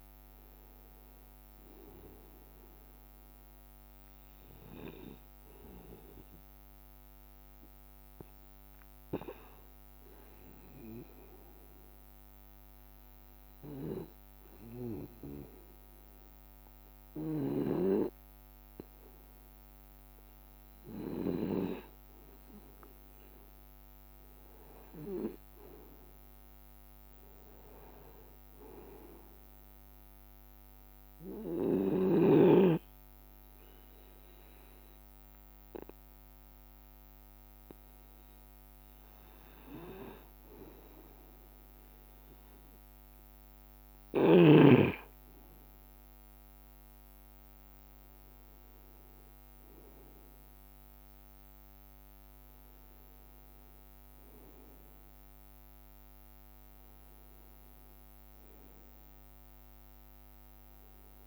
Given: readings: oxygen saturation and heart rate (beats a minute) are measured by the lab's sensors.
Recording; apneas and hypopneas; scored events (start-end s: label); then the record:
breathing in sleep by a microphone on the trachea; 2
6.50-19.00 s: hypopnea (oxygen 95% before, 91% lowest, heart rate 67 before, 67 extreme, up 2 after)
9.00-10.50 s: leg movement (device-marked)
21.50-25.50 s: arousal
30.00-41.00 s: obstructive apnea (oxygen 94% before, 91% lowest, heart rate 68 before, 63 extreme, up 0 after)
39.00-41.50 s: leg movement (device-marked)
44.50-48.00 s: leg movement (device-marked)
44.50-48.50 s: arousal
From the record:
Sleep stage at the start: N2 (light sleep); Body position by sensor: on the right side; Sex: male